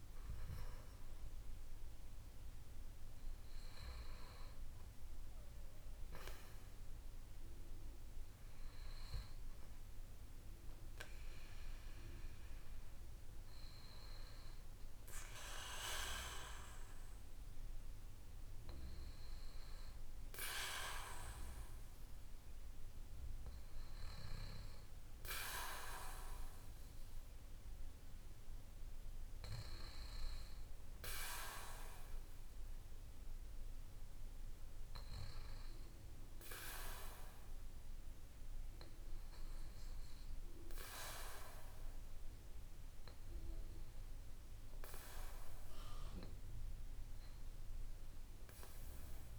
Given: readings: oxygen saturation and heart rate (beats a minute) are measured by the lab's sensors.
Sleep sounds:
a person awake in a sleep study, by a room microphone; none
0.00-12.00 s: oxygen desaturation (device-marked, oxygen 94% lowest, heart rate 53 extreme)
42.00-49.39 s: new sleep stage, N2 (light sleep)
From the record:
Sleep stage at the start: awake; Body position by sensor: on the back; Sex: male

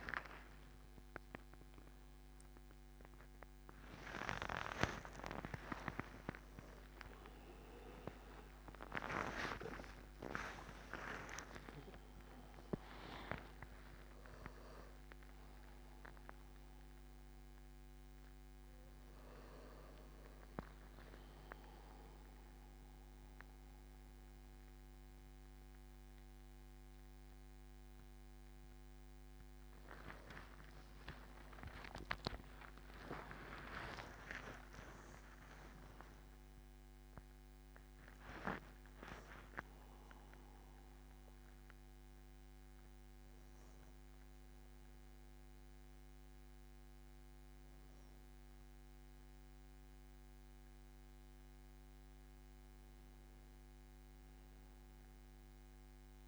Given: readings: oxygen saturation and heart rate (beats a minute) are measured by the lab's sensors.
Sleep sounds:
a person awake in a sleep study, by a microphone on the trachea; none
6.50-15.50 s: tachycardia (device-marked, heart rate 83 before, 127 extreme)
9.50-11.50 s: long interval between heartbeats (device-marked, heart rate 96 before, 117 extreme)
13.50-15.50 s: long interval between heartbeats (device-marked, heart rate 100 before, 125 extreme)
30.50-37.50 s: tachycardia (device-marked, heart rate 84 before, 115 extreme)
31.00-33.00 s: long interval between heartbeats (device-marked, heart rate 98 before, 96 extreme)
From the record:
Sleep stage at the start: awake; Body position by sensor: on the back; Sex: male

